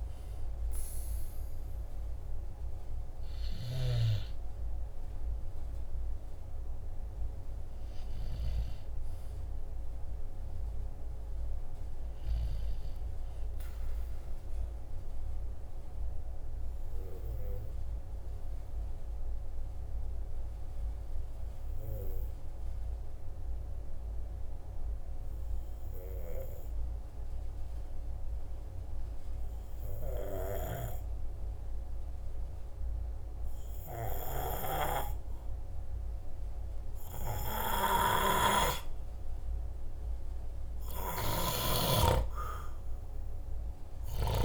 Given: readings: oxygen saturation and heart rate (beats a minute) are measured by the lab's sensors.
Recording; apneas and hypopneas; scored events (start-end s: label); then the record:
breathing in sleep by a room microphone; 1
14.00-38.00 s: obstructive apnea (oxygen 97% before, 93% lowest, heart rate 48 before, 45 extreme, up 24 after)
From the record:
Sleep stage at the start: N2 (light sleep); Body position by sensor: on the back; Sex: male